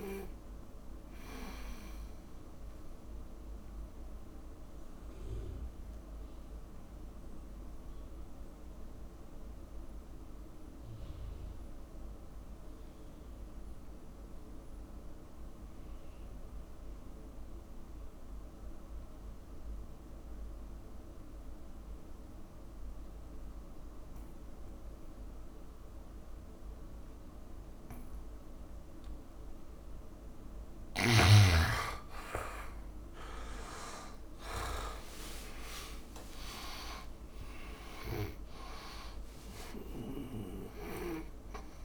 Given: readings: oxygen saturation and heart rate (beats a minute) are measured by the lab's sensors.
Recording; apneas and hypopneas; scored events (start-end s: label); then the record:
breathing in sleep by a room microphone; 1
0.00-23.00 s: oxygen desaturation (device-marked, oxygen 83% lowest, heart rate 52 extreme)
4.00-29.50 s: mixed apnea (oxygen 100% before, 83% lowest, heart rate 69 before, 55 extreme, up 23 after)
34.00-39.50 s: arousal
36.00-41.85 s: oxygen desaturation (device-marked, oxygen 100% before, 84% lowest, heart rate 58 before, 55 extreme)
From the record:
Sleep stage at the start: N2 (light sleep); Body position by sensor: on the back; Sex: male